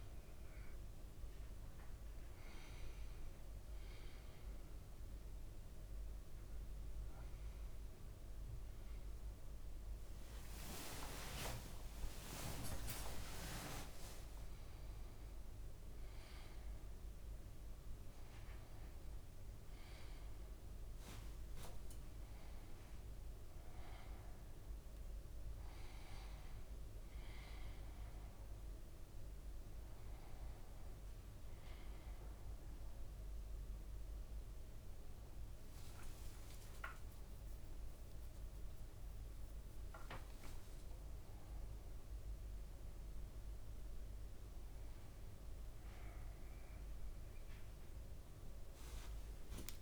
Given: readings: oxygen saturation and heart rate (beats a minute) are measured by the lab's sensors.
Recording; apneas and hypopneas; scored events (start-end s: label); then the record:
a person awake in a sleep study, by a room microphone; none
9.50-14.00 s: leg movement (device-marked)
10.50-40.50 s: new sleep stage, awake
40.50-49.82 s: new sleep stage, N1 (lightest sleep)
From the record:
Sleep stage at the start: N1 (lightest sleep); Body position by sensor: on the back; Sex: male